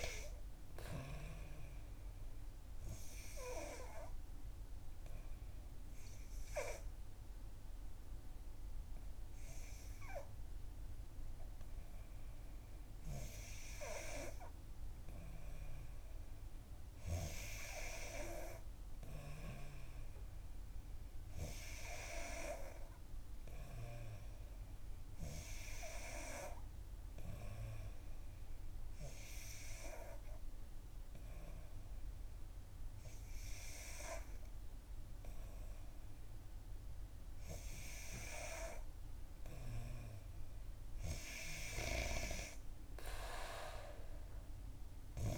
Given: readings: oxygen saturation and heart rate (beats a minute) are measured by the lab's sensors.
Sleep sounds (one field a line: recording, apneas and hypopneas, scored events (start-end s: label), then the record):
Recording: breathing in sleep by a room microphone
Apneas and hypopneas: 2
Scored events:
2.50-15.00 s: obstructive apnea (oxygen 93% before, 88% lowest, heart rate 63 before, 62 extreme, up 4 after)
20.50-24.50 s: arousal
21.00-35.00 s: oxygen desaturation (device-marked, oxygen 93% before, 90% lowest, heart rate 64 before, 62 extreme)
28.50-39.00 s: hypopnea (oxygen 93% before, 88% lowest, heart rate 65 before, 62 extreme, up 4 after)
41.00-45.00 s: arousal
44.00-45.38 s: oxygen desaturation (device-marked, oxygen 91% before, 88% lowest, heart rate 64 before, 63 extreme)
From the record:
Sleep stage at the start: N3 (deep sleep)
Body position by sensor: on the back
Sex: female